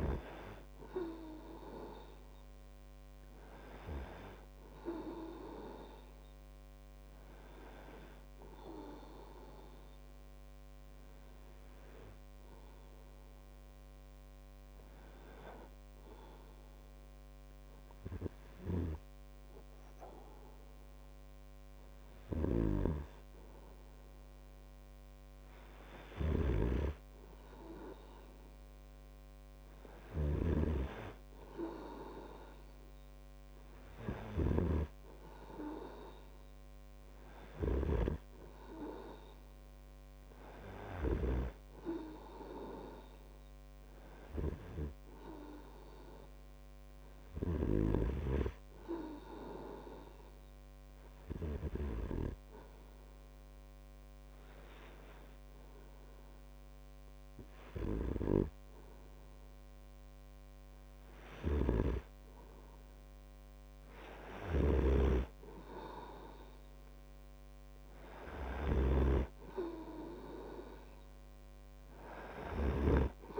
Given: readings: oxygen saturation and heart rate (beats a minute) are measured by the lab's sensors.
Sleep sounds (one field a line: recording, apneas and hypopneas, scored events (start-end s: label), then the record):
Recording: breathing in sleep by a microphone on the trachea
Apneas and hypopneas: 2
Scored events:
9.50-23.00 s: hypopnea (oxygen 98% before, 96% lowest)
22.50-41.50 s: snoring (device-marked)
25.50-29.50 s: arousal
46.50-61.50 s: hypopnea (oxygen 98% before, 96% lowest)
61.50-73.00 s: snoring (device-marked)
62.00-66.00 s: arousal
From the record:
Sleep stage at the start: N2 (light sleep)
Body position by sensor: on the right side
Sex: male